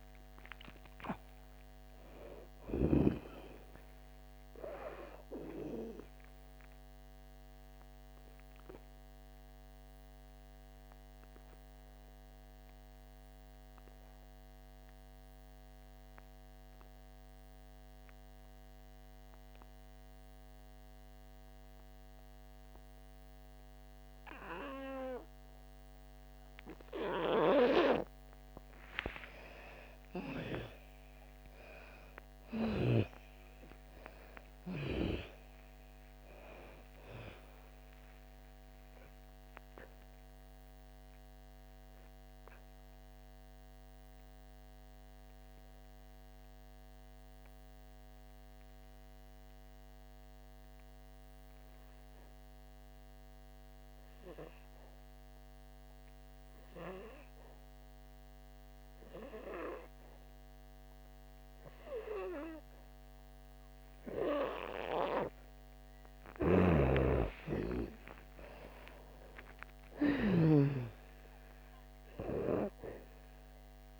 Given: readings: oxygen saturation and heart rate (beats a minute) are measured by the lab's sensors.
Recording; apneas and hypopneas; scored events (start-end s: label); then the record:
breathing in sleep by a microphone on the trachea; 2
0.00-3.50 s: snoring (device-marked)
0.00-29.00 s: oxygen desaturation (device-marked, oxygen 87% lowest, heart rate 54 extreme)
6.50-28.50 s: mixed apnea (oxygen 99% before, 86% lowest, heart rate 66 before, 54 extreme, up 8 after)
30.00-35.00 s: arousal
39.00-65.50 s: obstructive apnea (oxygen 98% before, 86% lowest, heart rate 60 before, 54 extreme, up 13 after)
42.00-61.00 s: oxygen desaturation (device-marked, oxygen 97% before, 86% lowest, heart rate 62 before, 54 extreme)
66.50-71.00 s: arousal
66.50-71.00 s: snoring (device-marked)
69.00-74.00 s: oxygen desaturation (device-marked, oxygen 99% before, 86% lowest, heart rate 58 before, 55 extreme)
From the record:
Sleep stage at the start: N2 (light sleep); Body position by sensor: on the back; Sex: female